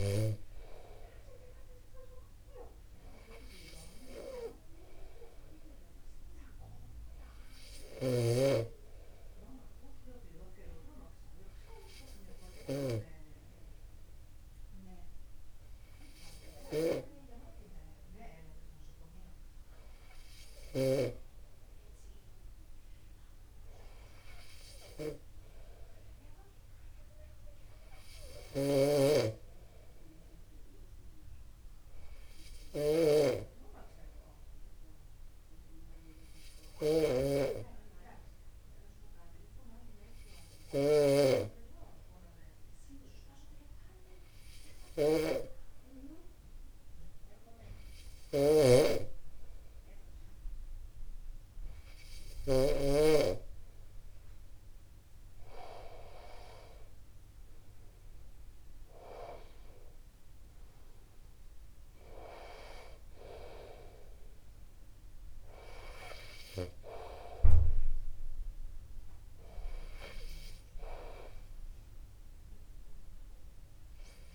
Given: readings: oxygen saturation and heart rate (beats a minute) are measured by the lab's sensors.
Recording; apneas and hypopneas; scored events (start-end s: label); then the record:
breathing in sleep by a room microphone; 1
6.00-8.00 s: long interval between heartbeats (device-marked, heart rate 50 before, 58 extreme)
8.50-21.50 s: snoring (device-marked)
9.50-11.50 s: long interval between heartbeats (device-marked, heart rate 52 before, 67 extreme)
10.00-51.00 s: hypopnea (oxygen 97% before, 94% lowest, heart rate 52 before, 50 extreme, up 9 after)
29.00-53.00 s: snoring (device-marked)
55.00-59.00 s: arousal
57.50-59.50 s: long interval between heartbeats (device-marked, heart rate 50 before, 59 extreme)
59.50-61.50 s: long interval between heartbeats (device-marked, heart rate 51 before, 67 extreme)
From the record:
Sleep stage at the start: N2 (light sleep); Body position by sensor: upright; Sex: male